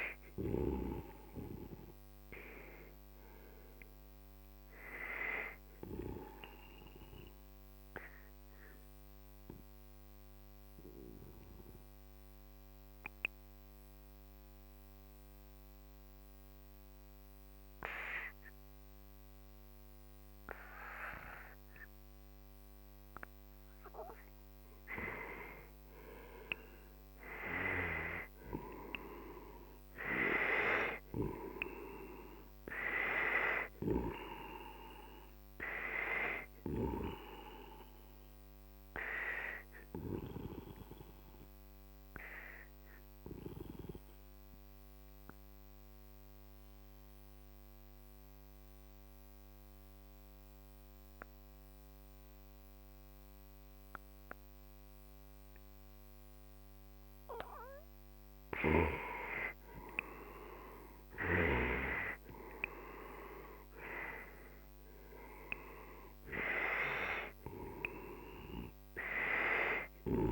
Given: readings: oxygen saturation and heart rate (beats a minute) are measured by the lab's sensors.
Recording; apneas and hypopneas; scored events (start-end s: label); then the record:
breathing in sleep by a microphone on the trachea; 2
0.00-3.00 s: oxygen desaturation (device-marked, oxygen 89% lowest, heart rate 44 extreme)
7.50-24.50 s: obstructive apnea (oxygen 95% before, 91% lowest, heart rate 57 before, 45 extreme, up 12 after)
26.00-30.50 s: arousal
27.00-45.00 s: oxygen desaturation (device-marked, oxygen 98% before, 92% lowest, heart rate 53 before, 47 extreme)
41.50-57.00 s: obstructive apnea (oxygen 98% before, 91% lowest, heart rate 60 before, 44 extreme, up 13 after)
60.00-65.00 s: arousal
61.00-70.32 s: oxygen desaturation (device-marked, oxygen 97% before, 91% lowest, heart rate 52 before, 44 extreme)
From the record:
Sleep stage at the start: N2 (light sleep); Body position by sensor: on the right side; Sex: male